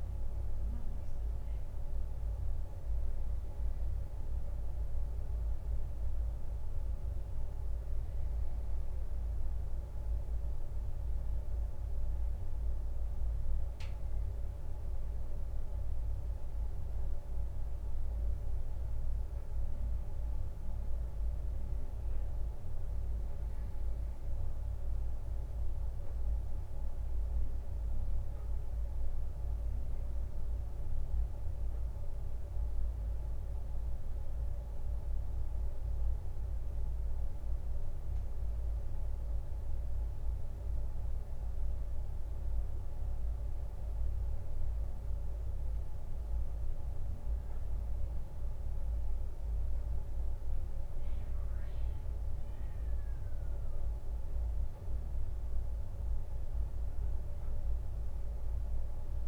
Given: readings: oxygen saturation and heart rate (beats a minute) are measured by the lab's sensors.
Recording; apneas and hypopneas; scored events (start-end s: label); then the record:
breathing in sleep, hard to hear, by a room microphone; none
none scored
From the record:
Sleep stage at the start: N2 (light sleep); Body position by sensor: on the right side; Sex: male